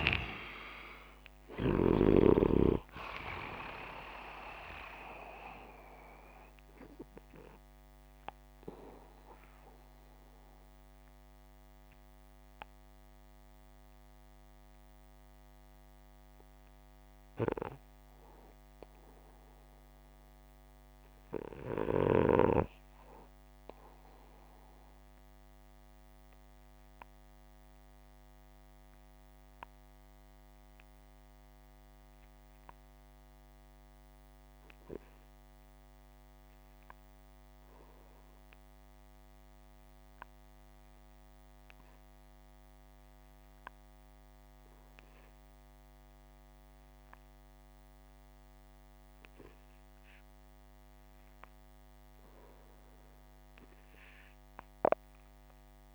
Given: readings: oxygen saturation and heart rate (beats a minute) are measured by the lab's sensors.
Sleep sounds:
breathing in sleep by a microphone on the trachea; 2
5.00-16.50 s: obstructive apnea (oxygen 97% before, 92% lowest, heart rate 96 before, 71 extreme)
18.50-22.00 s: arousal
28.50-49.00 s: obstructive apnea (oxygen 95% before, 92% lowest)
51.00-55.95 s: arousal
From the record:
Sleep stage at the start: REM sleep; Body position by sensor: upright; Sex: male

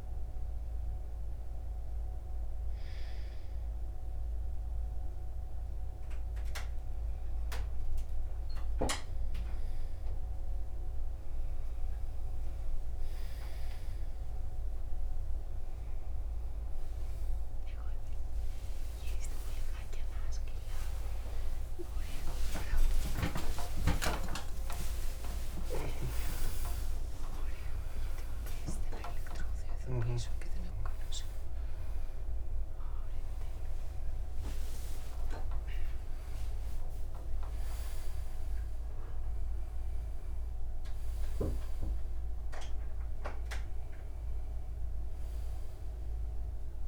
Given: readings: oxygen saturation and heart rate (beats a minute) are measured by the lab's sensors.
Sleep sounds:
a person awake in a sleep study, by a room microphone; none
15.50-45.50 s: new sleep stage, awake
45.50-46.88 s: new sleep stage, N1 (lightest sleep)
From the record:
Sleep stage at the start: REM sleep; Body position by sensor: on the right side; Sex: male

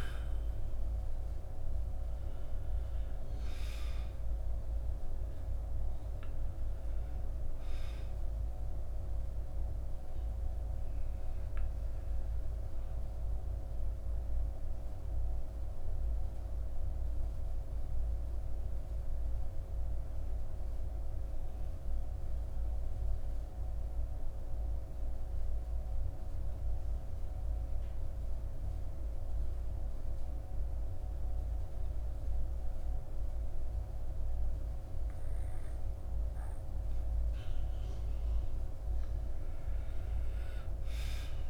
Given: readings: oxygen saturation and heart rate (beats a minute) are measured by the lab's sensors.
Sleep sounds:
breathing in sleep, hard to hear, by a room microphone; 1
0.00-27.00 s: oxygen desaturation (device-marked, oxygen 88% lowest, heart rate 44 extreme)
14.00-37.00 s: obstructive apnea (oxygen 94% before, 88% lowest, heart rate 58 before, 44 extreme, up 16 after)
38.50-41.50 s: arousal
From the record:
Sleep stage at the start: N2 (light sleep); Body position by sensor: on the back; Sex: male

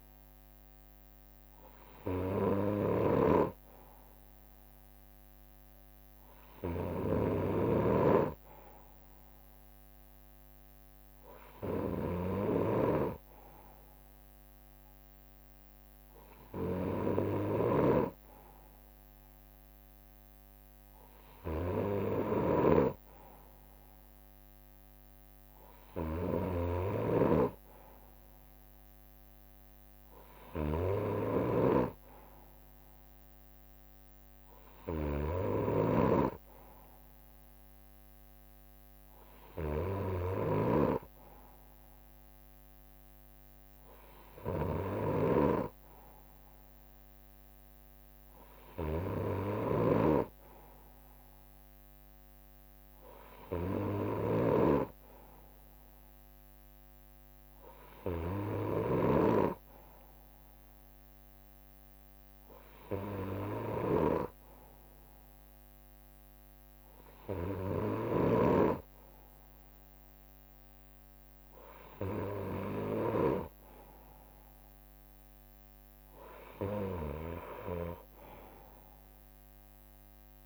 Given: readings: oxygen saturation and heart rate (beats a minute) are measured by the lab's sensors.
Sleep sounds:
breathing in sleep by a microphone on the trachea; none
0.00-59.00 s: snoring (device-marked)
0.50-6.50 s: leg movement (device-marked)
10.50-18.00 s: leg movement (device-marked)
19.50-23.50 s: leg movement (device-marked)
24.50-29.50 s: leg movement (device-marked)
35.00-41.50 s: leg movement (device-marked)
43.50-47.00 s: leg movement (device-marked)
67.50-73.00 s: snoring (device-marked)
73.00-79.50 s: leg movement (device-marked)
From the record:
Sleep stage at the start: N2 (light sleep); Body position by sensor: on the right side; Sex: male

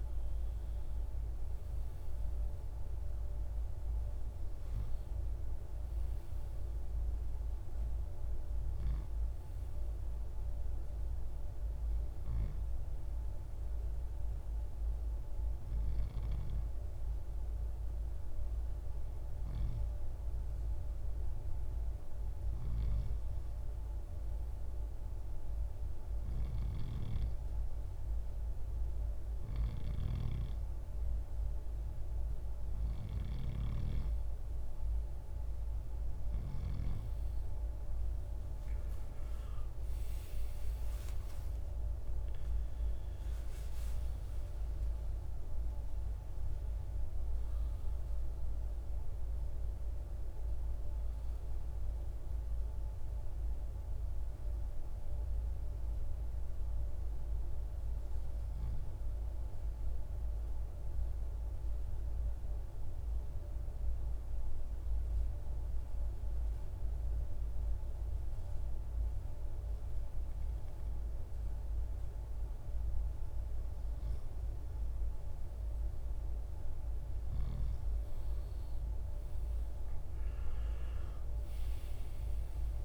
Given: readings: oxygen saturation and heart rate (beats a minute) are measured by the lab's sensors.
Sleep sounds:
breathing in sleep, hard to hear, by a room microphone; 2
0.00-19.00 s: oxygen desaturation (device-marked, oxygen 94% lowest, heart rate 55 extreme)
15.00-32.00 s: hypopnea (oxygen 99% before, 91% lowest, heart rate 59 before, 56 extreme, up 12 after)
33.00-63.00 s: oxygen desaturation (device-marked, oxygen 95% before, 92% lowest, heart rate 58 before, 53 extreme)
37.50-41.00 s: arousal
56.50-72.50 s: obstructive apnea (oxygen 95% before, 89% lowest, heart rate 66 before, 53 extreme, up 9 after)
74.50-78.50 s: arousal
77.00-82.85 s: oxygen desaturation (device-marked, oxygen 98% before, 91% lowest, heart rate 55 before, 53 extreme)
From the record:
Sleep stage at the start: N2 (light sleep); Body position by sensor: on the right side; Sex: male

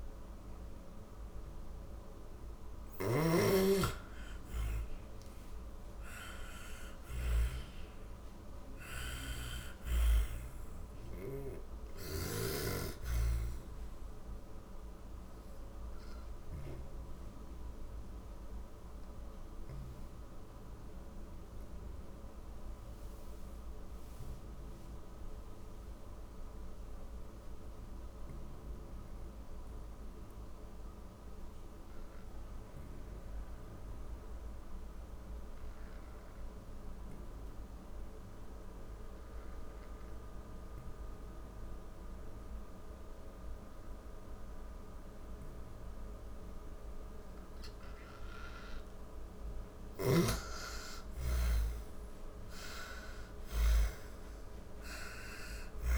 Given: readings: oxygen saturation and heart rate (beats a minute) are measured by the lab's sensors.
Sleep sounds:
breathing in sleep by a room microphone; 1
0.00-25.50 s: oxygen desaturation (device-marked, oxygen 92% lowest, heart rate 44 extreme)
1.00-11.50 s: snoring (device-marked)
12.50-46.50 s: obstructive apnea (oxygen 99% before, 86% lowest, heart rate 58 before, 44 extreme)
39.50-55.98 s: oxygen desaturation (device-marked, oxygen 98% before, 86% lowest, heart rate 49 before, 39 extreme)
48.00-52.00 s: snoring (device-marked)
49.00-53.50 s: arousal
From the record:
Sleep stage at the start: N2 (light sleep); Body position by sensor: on the back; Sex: female

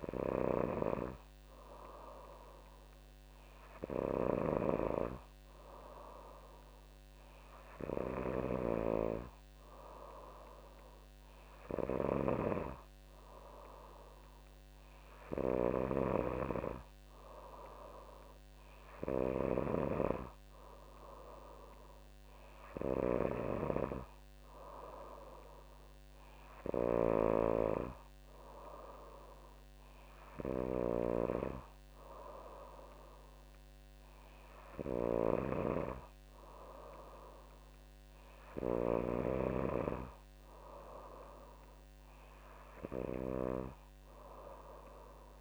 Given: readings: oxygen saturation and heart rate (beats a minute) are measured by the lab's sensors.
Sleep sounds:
breathing in sleep by a microphone on the trachea; none
15.50-19.50 s: snoring (device-marked)
From the record:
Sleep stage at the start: N3 (deep sleep); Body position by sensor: on the back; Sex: female

